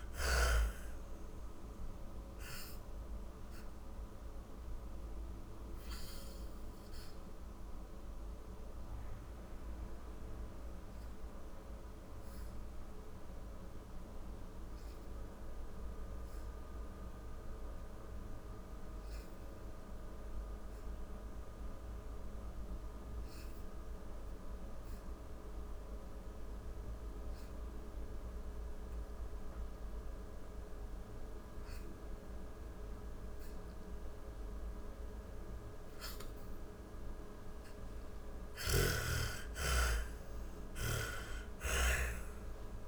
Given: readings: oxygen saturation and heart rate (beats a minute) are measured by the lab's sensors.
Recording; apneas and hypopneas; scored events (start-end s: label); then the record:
breathing in sleep by a room microphone; 1
0.00-23.00 s: oxygen desaturation (device-marked, oxygen 73% lowest, heart rate 50 extreme)
2.00-34.50 s: obstructive apnea (oxygen 96% before, 73% lowest, heart rate 63 before, 43 extreme, up 18 after)
25.00-42.88 s: oxygen desaturation (device-marked, oxygen 97% before, 76% lowest, heart rate 63 before, 38 extreme)
37.00-41.50 s: arousal
From the record:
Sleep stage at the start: N2 (light sleep); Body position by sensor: on the back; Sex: female